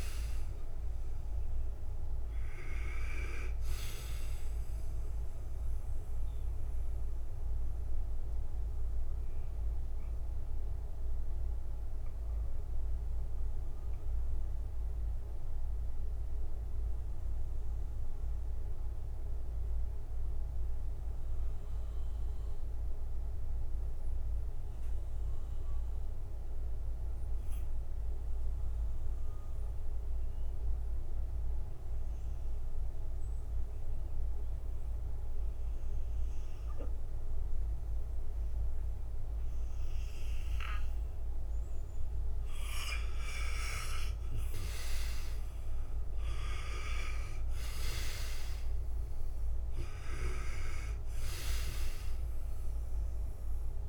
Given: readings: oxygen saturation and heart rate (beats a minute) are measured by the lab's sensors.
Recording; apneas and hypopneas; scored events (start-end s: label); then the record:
breathing in sleep by a room microphone; 1
0.00-23.00 s: oxygen desaturation (device-marked, oxygen 82% lowest, heart rate 56 extreme)
5.50-42.50 s: mixed apnea (oxygen 98% before, 82% lowest, heart rate 61 before, 56 extreme, up 8 after)
37.00-53.89 s: oxygen desaturation (device-marked, oxygen 98% before, 82% lowest, heart rate 62 before, 56 extreme)
43.50-48.00 s: arousal
From the record:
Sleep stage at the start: N2 (light sleep); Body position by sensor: on the back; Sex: male